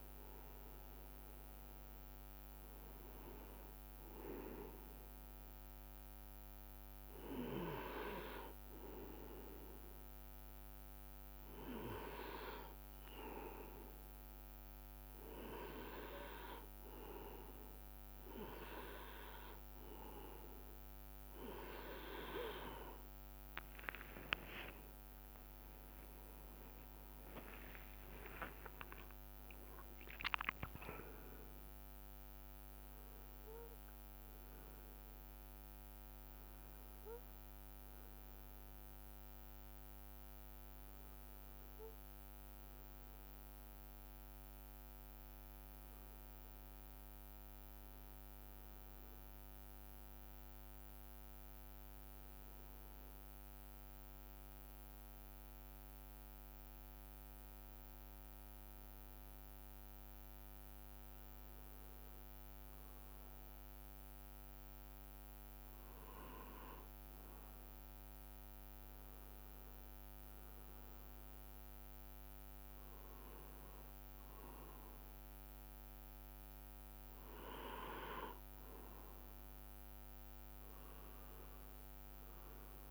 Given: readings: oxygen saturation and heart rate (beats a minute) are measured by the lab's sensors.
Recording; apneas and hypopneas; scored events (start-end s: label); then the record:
breathing in sleep by a microphone on the trachea; 1
25.50-30.00 s: arousal
26.50-56.50 s: new sleep stage, N1 (lightest sleep)
37.50-53.00 s: obstructive apnea (oxygen 98% before, 96% lowest)
54.50-58.00 s: arousal
56.50-82.91 s: new sleep stage, N2 (light sleep)
From the record:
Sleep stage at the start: N2 (light sleep); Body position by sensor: on the right side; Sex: male